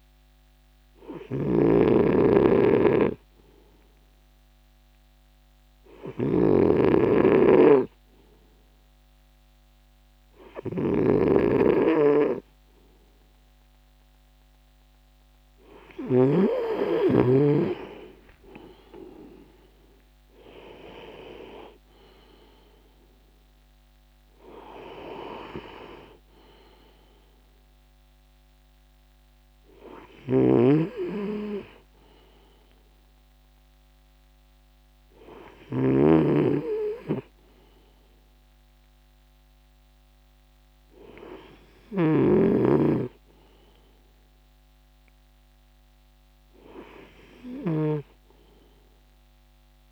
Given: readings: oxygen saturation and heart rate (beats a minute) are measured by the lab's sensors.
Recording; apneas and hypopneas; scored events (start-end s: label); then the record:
breathing in sleep by a microphone on the trachea; none
1.50-16.50 s: snoring (device-marked)
18.50-22.50 s: arousal
42.00-49.92 s: snoring (device-marked)
From the record:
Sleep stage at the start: N2 (light sleep); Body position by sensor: on the right side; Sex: male